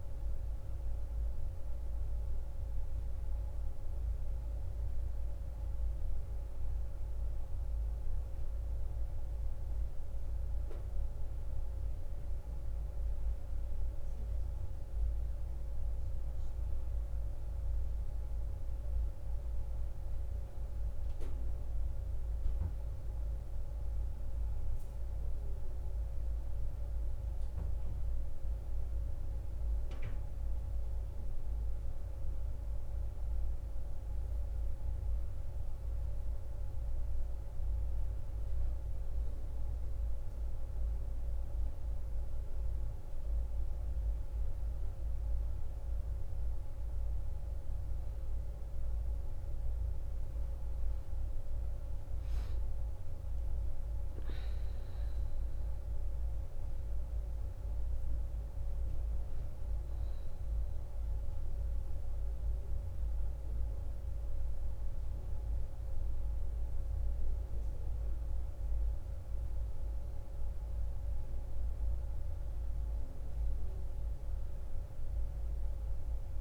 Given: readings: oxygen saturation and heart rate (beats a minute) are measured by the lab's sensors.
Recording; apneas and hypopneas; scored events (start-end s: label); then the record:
breathing in sleep, hard to hear, by a room microphone; none
0.00-5.50 s: oxygen desaturation (device-marked, oxygen 92% lowest)
From the record:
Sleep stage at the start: N1 (lightest sleep); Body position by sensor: on the back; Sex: female